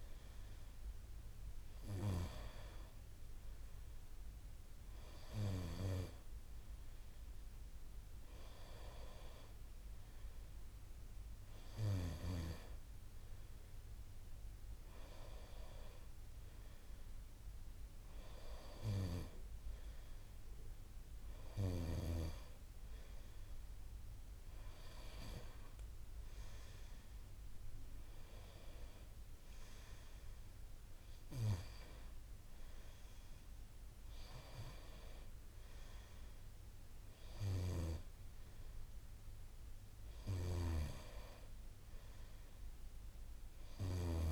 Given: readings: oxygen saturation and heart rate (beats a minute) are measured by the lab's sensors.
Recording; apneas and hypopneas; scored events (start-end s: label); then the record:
breathing in sleep by a room microphone; none
5.00-44.32 s: new sleep stage, N2 (light sleep)
7.50-9.50 s: long interval between heartbeats (device-marked)
19.00-21.00 s: long interval between heartbeats (device-marked)
33.50-35.50 s: long interval between heartbeats (device-marked)
40.50-44.32 s: snoring (device-marked)
From the record:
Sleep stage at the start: N1 (lightest sleep); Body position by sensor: on the right side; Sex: male